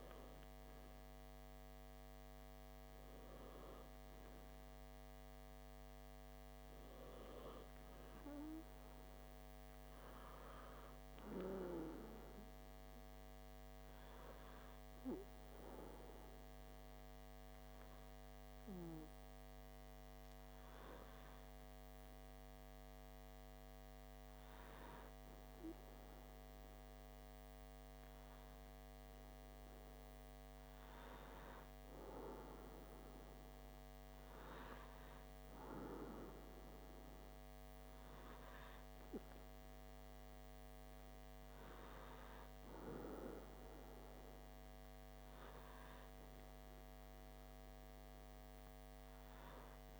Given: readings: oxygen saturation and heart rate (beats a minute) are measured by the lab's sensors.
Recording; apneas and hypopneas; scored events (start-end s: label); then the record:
breathing in sleep by a microphone on the trachea; 1
15.50-30.00 s: hypopnea (oxygen 98% before, 95% lowest, heart rate 62 before, 59 extreme, up 1 after)
19.50-50.00 s: new sleep stage, N2 (light sleep)
31.50-35.00 s: arousal
From the record:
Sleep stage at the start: N1 (lightest sleep); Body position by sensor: on the back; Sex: male